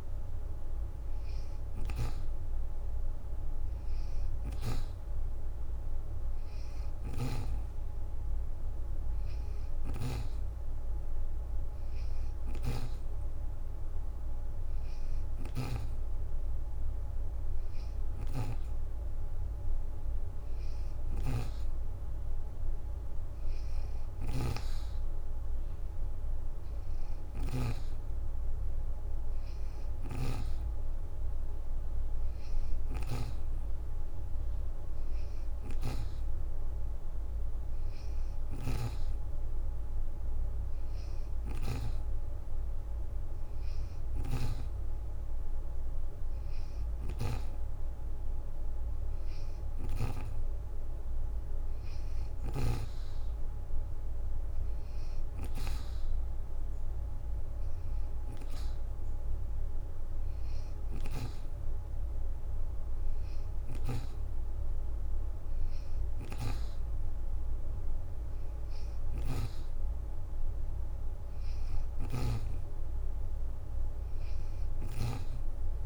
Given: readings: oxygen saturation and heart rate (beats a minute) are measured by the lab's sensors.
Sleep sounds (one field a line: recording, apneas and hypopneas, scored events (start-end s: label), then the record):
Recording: breathing in sleep by a room microphone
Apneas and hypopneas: none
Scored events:
8.50-10.50 s: leg movement (device-marked)
9.00-12.50 s: snoring (device-marked)
14.50-41.50 s: snoring (device-marked)
23.50-24.00 s: leg movement (device-marked)
36.00-37.50 s: leg movement (device-marked)
43.50-47.00 s: snoring (device-marked)
63.00-72.00 s: snoring (device-marked)
74.00-75.86 s: snoring (device-marked)
From the record:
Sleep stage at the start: N2 (light sleep)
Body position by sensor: on the back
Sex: female